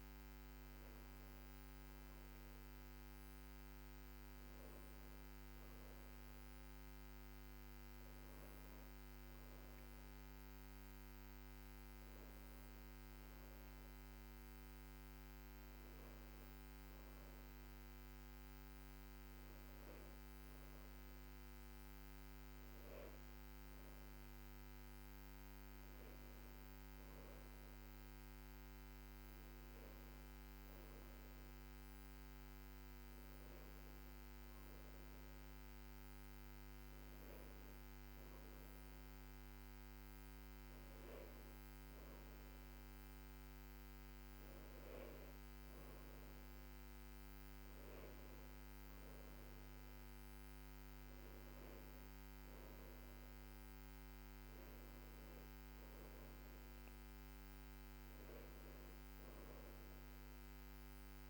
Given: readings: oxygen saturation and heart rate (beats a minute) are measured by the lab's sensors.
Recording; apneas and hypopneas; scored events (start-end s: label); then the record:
breathing in sleep, hard to hear, by a microphone on the trachea; none
none scored
From the record:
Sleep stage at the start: N2 (light sleep); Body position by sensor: on the back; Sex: female